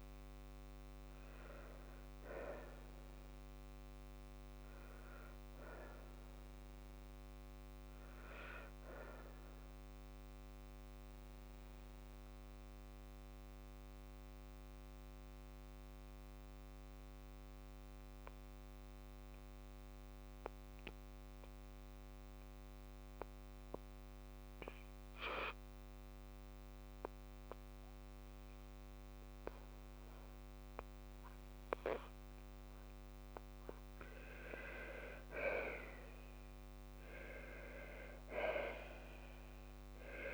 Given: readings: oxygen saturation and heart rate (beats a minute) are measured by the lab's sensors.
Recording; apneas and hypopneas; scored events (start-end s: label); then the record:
breathing in sleep by a microphone on the trachea; 1
6.00-21.00 s: oxygen desaturation (device-marked, oxygen 96% before, 92% lowest, heart rate 63 before, 55 extreme)
14.00-29.00 s: obstructive apnea (oxygen 96% before, 92% lowest, heart rate 58 before, 56 extreme, up 1 after)
33.00-36.00 s: arousal
From the record:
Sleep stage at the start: N2 (light sleep); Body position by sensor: on the back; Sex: female